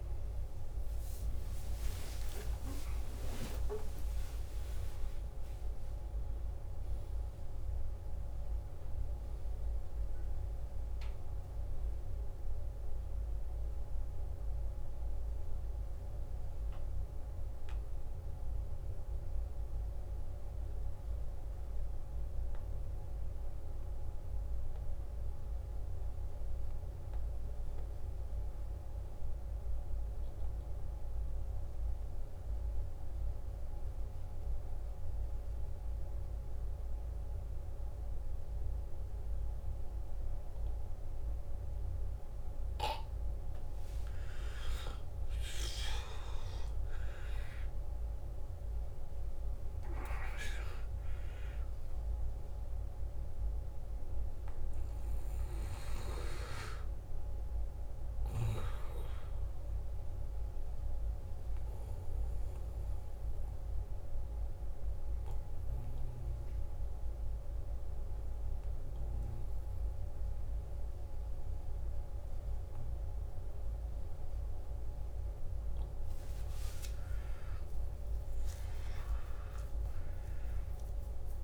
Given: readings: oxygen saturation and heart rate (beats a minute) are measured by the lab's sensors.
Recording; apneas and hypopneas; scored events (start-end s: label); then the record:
breathing in sleep, hard to hear, by a room microphone; 2
0.00-4.00 s: oxygen desaturation (device-marked, oxygen 92% lowest, heart rate 55 extreme)
3.00-5.00 s: long interval between heartbeats (device-marked, heart rate 64 before, 81 extreme)
17.00-43.00 s: obstructive apnea (oxygen 96% before, 91% lowest, heart rate 73 before, 53 extreme, up 13 after)
38.00-72.00 s: oxygen desaturation (device-marked, oxygen 99% before, 91% lowest, heart rate 55 before, 54 extreme)
44.50-48.50 s: arousal
52.00-81.44 s: new sleep stage, N2 (light sleep)
58.00-76.50 s: obstructive apnea (oxygen 99% before, 89% lowest, heart rate 61 before, 52 extreme, up 16 after)
77.50-81.00 s: arousal
From the record:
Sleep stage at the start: N1 (lightest sleep); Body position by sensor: on the back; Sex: male